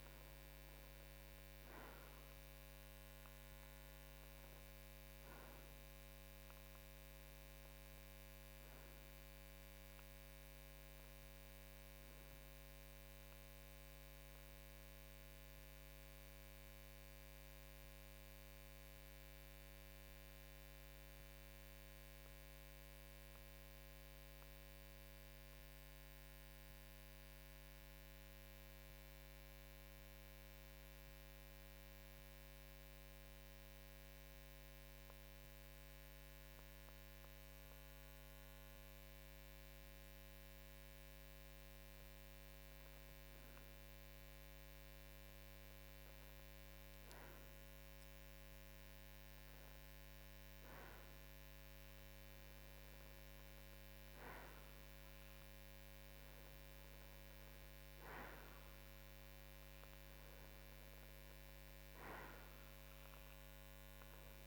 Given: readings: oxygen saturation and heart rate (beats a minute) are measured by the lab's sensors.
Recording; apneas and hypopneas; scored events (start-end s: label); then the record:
breathing in sleep, hard to hear, by a microphone on the trachea; 1
14.50-41.50 s: obstructive apnea (oxygen 94% before, 92% lowest, heart rate 55 before, 52 extreme, up 0 after)
44.00-48.00 s: arousal
From the record:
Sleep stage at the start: N2 (light sleep); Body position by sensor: on the right side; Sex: male